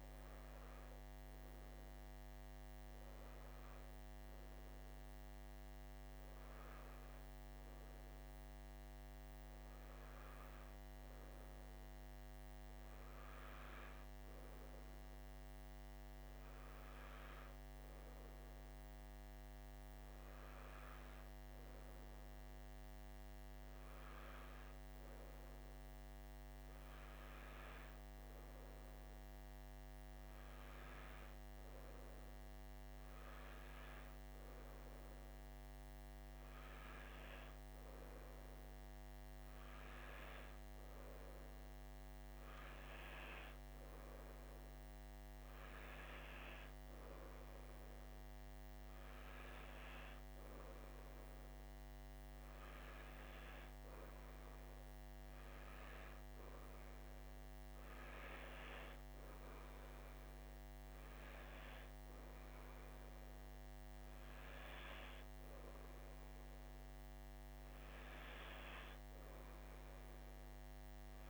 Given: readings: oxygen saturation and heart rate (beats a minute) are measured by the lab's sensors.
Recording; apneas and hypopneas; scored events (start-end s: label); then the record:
breathing in sleep, hard to hear, by a microphone on the trachea; none
none scored
From the record:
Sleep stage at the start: N2 (light sleep); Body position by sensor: on the right side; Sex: male